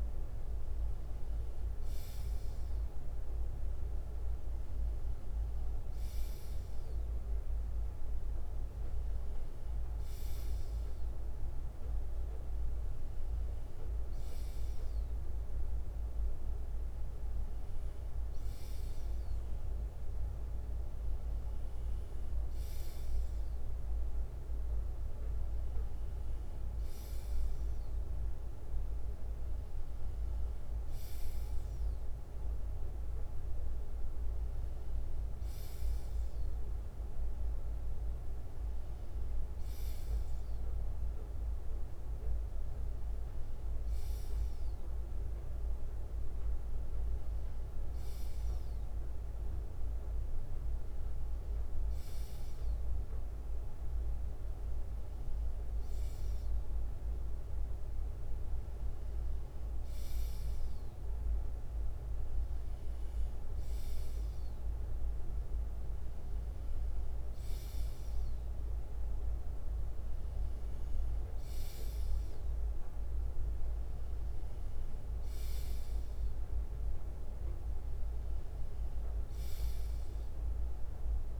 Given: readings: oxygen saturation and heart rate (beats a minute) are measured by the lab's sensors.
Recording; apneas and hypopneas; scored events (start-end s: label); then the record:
breathing in sleep, hard to hear, by a room microphone; none
0.00-1.50 s: bradycardia (device-marked, heart rate 58 extreme)
21.50-24.50 s: bradycardia (device-marked, heart rate 61 before, 59 extreme)
25.50-27.50 s: bradycardia (device-marked, heart rate 61 before, 59 extreme)
30.50-36.50 s: bradycardia (device-marked, heart rate 61 before, 59 extreme)
39.50-45.50 s: bradycardia (device-marked, heart rate 61 before, 59 extreme)
50.50-54.50 s: bradycardia (device-marked, heart rate 61 before, 59 extreme)
56.50-63.50 s: bradycardia (device-marked, heart rate 61 before, 59 extreme)
From the record:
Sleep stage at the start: N2 (light sleep); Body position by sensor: on the left side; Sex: male